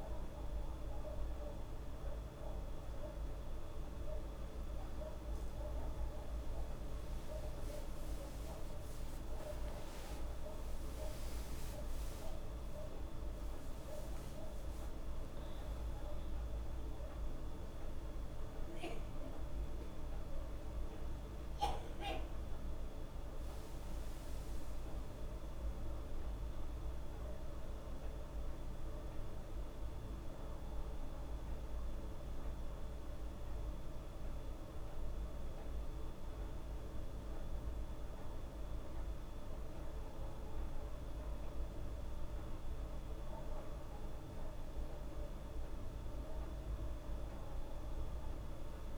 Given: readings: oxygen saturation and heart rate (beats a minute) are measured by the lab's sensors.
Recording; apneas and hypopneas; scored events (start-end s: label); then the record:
a person partly awake in a sleep study, hard to hear, by a room microphone; 1
0.00-9.50 s: oxygen desaturation (device-marked, oxygen 94% lowest, heart rate 69 extreme)
21.50-48.98 s: new sleep stage, N1 (lightest sleep)
28.00-39.50 s: hypopnea (oxygen 98% before, 94% lowest, heart rate 117 before, 67 extreme, up 6 after)
42.00-46.00 s: arousal
From the record:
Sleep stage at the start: awake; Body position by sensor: on the back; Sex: female